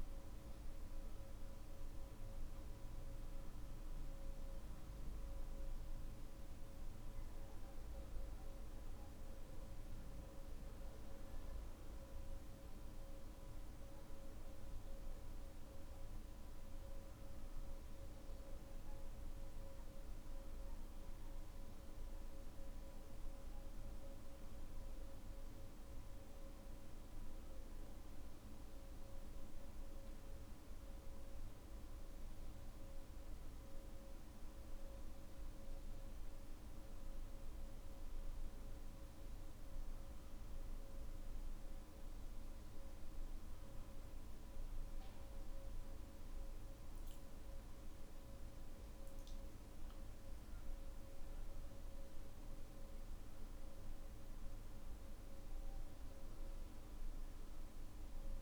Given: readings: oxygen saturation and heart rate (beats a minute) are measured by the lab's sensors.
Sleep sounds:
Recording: breathing in sleep, hard to hear, by a room microphone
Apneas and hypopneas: none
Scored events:
0.00-8.50 s: oxygen desaturation (device-marked, oxygen 94% lowest, heart rate 61 extreme)
6.50-58.42 s: new sleep stage, N3 (deep sleep)
From the record:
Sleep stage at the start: N1 (lightest sleep)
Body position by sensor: on the back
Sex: male

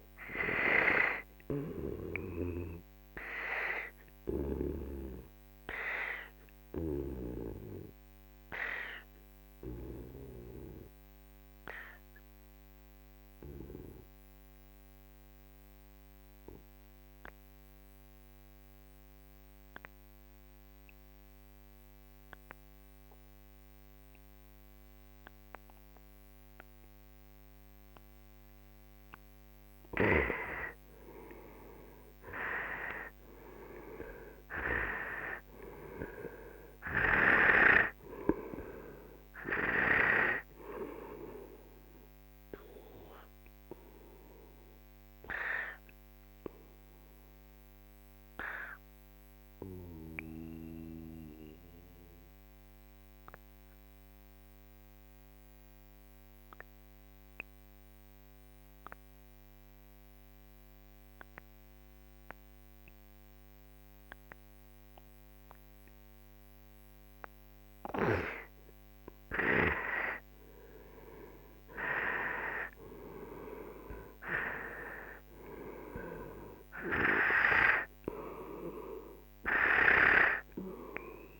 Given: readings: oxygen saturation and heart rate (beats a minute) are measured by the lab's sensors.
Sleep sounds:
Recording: breathing in sleep by a microphone on the trachea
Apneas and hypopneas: 2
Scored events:
0.00-15.50 s: oxygen desaturation (device-marked, oxygen 92% lowest, heart rate 42 extreme)
3.50-29.00 s: obstructive apnea (oxygen 99% before, 91% lowest, heart rate 56 before, 41 extreme, up 12 after)
29.50-34.00 s: arousal
30.50-55.50 s: oxygen desaturation (device-marked, oxygen 98% before, 91% lowest, heart rate 49 before, 41 extreme)
42.50-69.00 s: obstructive apnea (oxygen 98% before, 91% lowest, heart rate 56 before, 41 extreme, up 11 after)
68.50-81.40 s: oxygen desaturation (device-marked, oxygen 98% before, 92% lowest, heart rate 47 before, 43 extreme)
71.00-75.00 s: arousal
From the record:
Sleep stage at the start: N2 (light sleep)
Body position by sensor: on the right side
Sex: male

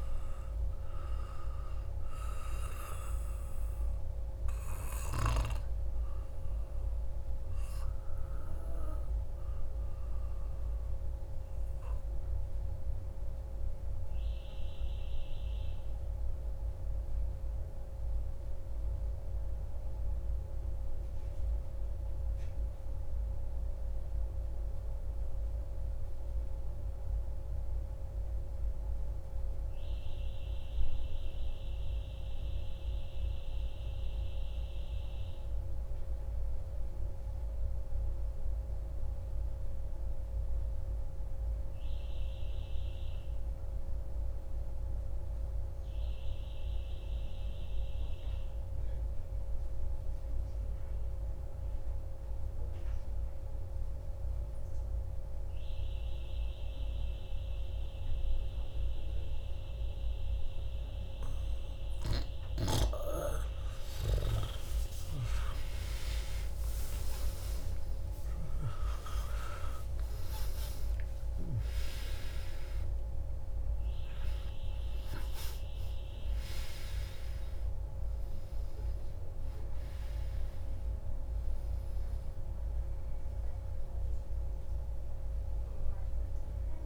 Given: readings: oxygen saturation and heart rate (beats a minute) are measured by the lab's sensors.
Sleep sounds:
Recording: breathing in sleep by a room microphone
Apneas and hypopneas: 1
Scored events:
0.00-18.00 s: oxygen desaturation (device-marked, oxygen 88% lowest, heart rate 49 extreme)
10.00-62.00 s: mixed apnea (oxygen 95% before, 87% lowest)
43.00-86.86 s: oxygen desaturation (device-marked, oxygen 97% before, 87% lowest)
64.50-72.00 s: arousal
From the record:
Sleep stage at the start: N2 (light sleep)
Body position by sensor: on the back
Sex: male

